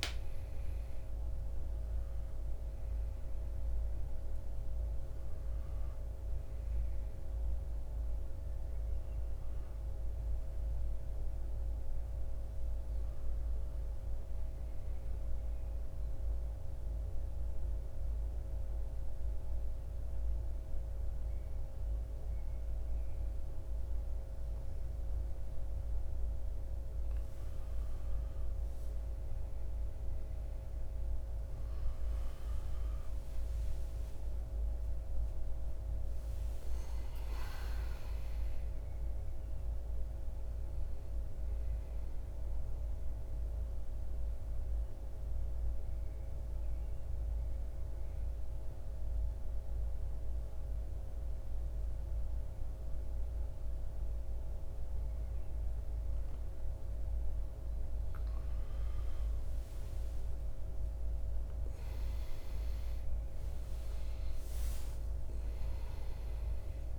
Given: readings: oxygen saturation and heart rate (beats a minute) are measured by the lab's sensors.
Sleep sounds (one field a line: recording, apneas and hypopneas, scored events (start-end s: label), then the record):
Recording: breathing in sleep, hard to hear, by a room microphone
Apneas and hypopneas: 2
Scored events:
0.00-16.00 s: oxygen desaturation (device-marked, oxygen 87% lowest, heart rate 53 extreme)
14.00-27.00 s: mixed apnea (oxygen 98% before, 90% lowest, heart rate 66 before, 53 extreme, up 8 after)
32.00-37.00 s: arousal
42.50-56.50 s: mixed apnea (oxygen 97% before, 90% lowest, heart rate 59 before, 56 extreme, up 10 after)
59.00-63.50 s: arousal
63.00-66.99 s: oxygen desaturation (device-marked, oxygen 97% before, 90% lowest, heart rate 60 before, 54 extreme)
From the record:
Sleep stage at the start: N2 (light sleep)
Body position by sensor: on the back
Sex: male